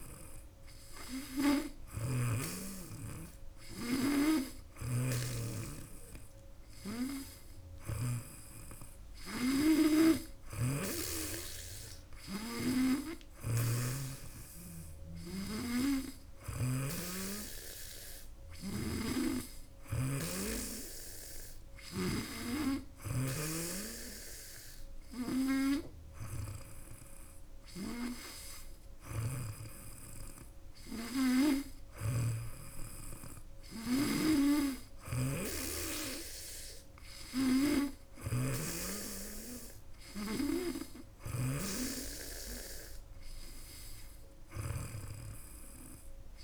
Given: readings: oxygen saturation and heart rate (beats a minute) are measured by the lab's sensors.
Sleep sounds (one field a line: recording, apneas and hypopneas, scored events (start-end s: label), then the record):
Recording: breathing in sleep by a room microphone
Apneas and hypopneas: none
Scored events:
0.00-8.00 s: snoring (device-marked)
10.00-16.50 s: snoring (device-marked)
18.50-22.00 s: snoring (device-marked)
31.50-41.50 s: snoring (device-marked)
From the record:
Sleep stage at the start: N2 (light sleep)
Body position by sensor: on the back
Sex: female